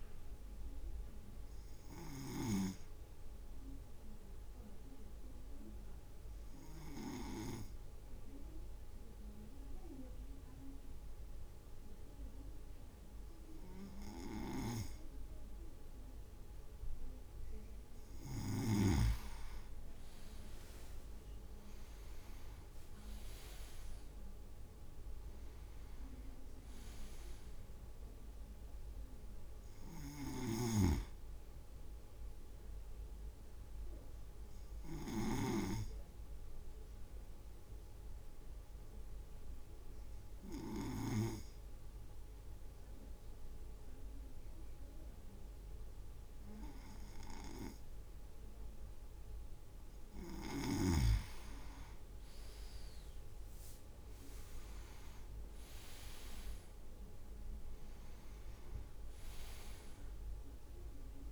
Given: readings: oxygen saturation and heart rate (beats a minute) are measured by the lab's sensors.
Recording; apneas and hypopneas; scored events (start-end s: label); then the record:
breathing in sleep by a room microphone; 2
0.00-7.50 s: drop in pulse transit time (device-marked, heart rate 51 extreme)
3.50-18.00 s: obstructive apnea (oxygen 98% before, 97% lowest, heart rate 57 before, 51 extreme, up 6 after)
21.50-23.00 s: leg movement (device-marked)
21.50-25.50 s: arousal
22.50-33.50 s: drop in pulse transit time (device-marked, heart rate 54 before, 52 extreme)
30.50-36.00 s: snoring (device-marked)
34.00-49.00 s: obstructive apnea (oxygen 98% before, 97% lowest, heart rate 56 before, 52 extreme, up 5 after)
52.50-56.50 s: leg movement (device-marked)
54.00-57.50 s: arousal
54.50-61.32 s: drop in pulse transit time (device-marked, heart rate 54 before, 53 extreme)
From the record:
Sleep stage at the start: N2 (light sleep); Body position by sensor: on the right side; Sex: male